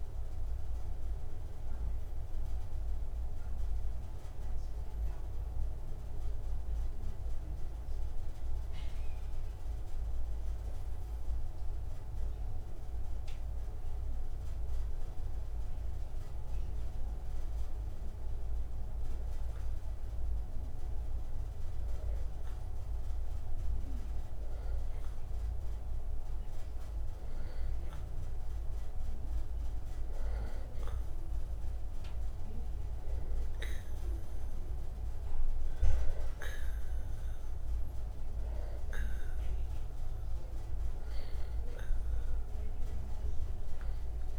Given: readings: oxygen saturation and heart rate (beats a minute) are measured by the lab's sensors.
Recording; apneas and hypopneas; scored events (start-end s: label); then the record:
breathing in sleep, hard to hear, by a room microphone; 1
11.50-25.50 s: hypopnea (oxygen 97% before, 91% lowest)
14.00-44.39 s: new sleep stage, N2 (light sleep)
16.00-27.00 s: oxygen desaturation (device-marked, oxygen 94% before, 91% lowest)
29.50-33.00 s: arousal
From the record:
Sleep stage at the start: N1 (lightest sleep); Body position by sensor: on the right side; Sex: male